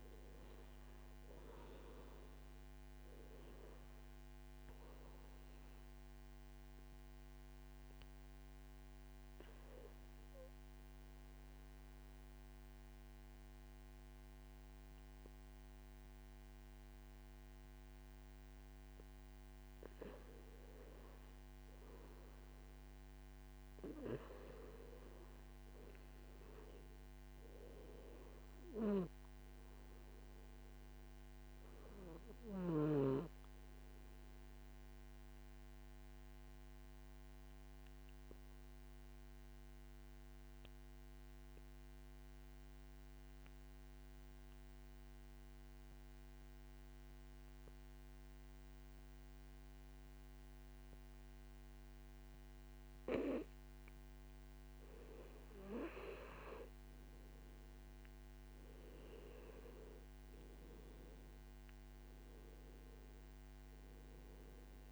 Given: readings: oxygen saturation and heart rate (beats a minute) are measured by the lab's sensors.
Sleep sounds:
breathing in sleep by a microphone on the trachea; 2
0.00-28.50 s: oxygen desaturation (device-marked, oxygen 91% lowest, heart rate 55 extreme)
5.50-20.50 s: obstructive apnea (oxygen 100% before, 90% lowest, heart rate 58 before, 55 extreme, up 5 after)
23.50-27.50 s: arousal
33.50-49.50 s: oxygen desaturation (device-marked, oxygen 95% before, 90% lowest, heart rate 58 before, 59 extreme)
35.50-54.50 s: obstructive apnea (oxygen 95% before, 90% lowest, heart rate 59 before, 59 extreme, up 7 after)
57.50-61.50 s: arousal
From the record:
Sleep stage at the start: REM sleep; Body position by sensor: on the back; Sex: male

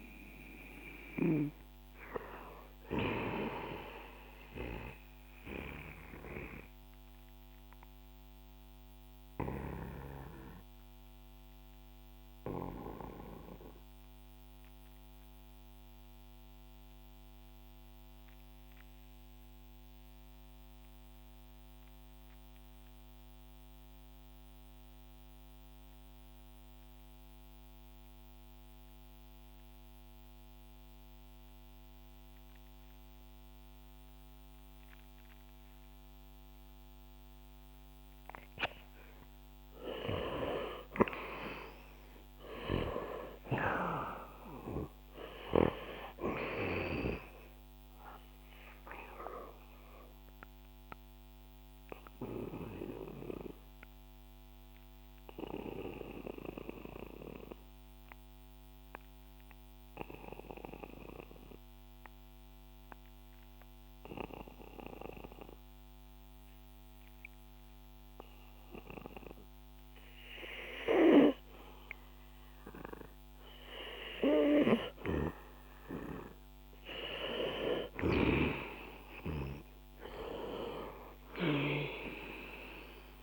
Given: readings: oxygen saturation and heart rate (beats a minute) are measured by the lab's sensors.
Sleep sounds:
breathing in sleep by a microphone on the trachea; 2
0.00-24.50 s: oxygen desaturation (device-marked, oxygen 77% lowest, heart rate 60 extreme)
4.50-38.50 s: obstructive apnea (oxygen 94% before, 77% lowest, heart rate 76 before, 60 extreme, up 18 after)
40.50-45.00 s: arousal
45.50-69.50 s: oxygen desaturation (device-marked, oxygen 95% before, 80% lowest, heart rate 64 before, 59 extreme)
51.00-69.00 s: obstructive apnea (oxygen 99% before, 80% lowest, heart rate 68 before, 59 extreme, up 4 after)
71.50-77.00 s: arousal
From the record:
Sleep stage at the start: REM sleep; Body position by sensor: on the back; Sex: male

